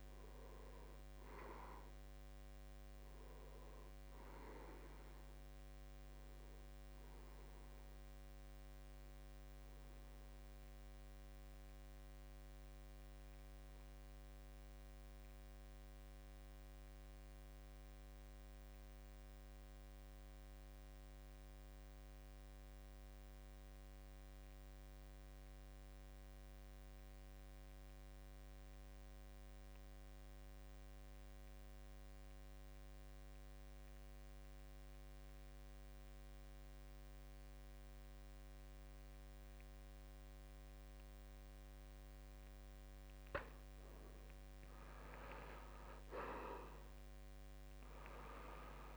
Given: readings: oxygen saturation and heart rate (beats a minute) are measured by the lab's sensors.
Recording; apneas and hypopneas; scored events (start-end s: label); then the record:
breathing in sleep by a microphone on the trachea; 1
0.00-9.00 s: oxygen desaturation (device-marked, oxygen 82% lowest, heart rate 68 extreme)
1.50-3.50 s: long interval between heartbeats (device-marked, heart rate 77 before, 71 extreme)
11.00-43.50 s: mixed apnea (oxygen 98% before, 82% lowest, heart rate 72 before, 68 extreme, up 5 after)
29.00-48.97 s: oxygen desaturation (device-marked, oxygen 97% before, 83% lowest, heart rate 70 before, 68 extreme)
41.00-43.00 s: long interval between heartbeats (device-marked, heart rate 72 before, 72 extreme)
45.50-48.97 s: arousal
From the record:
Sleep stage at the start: N2 (light sleep); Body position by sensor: on the back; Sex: male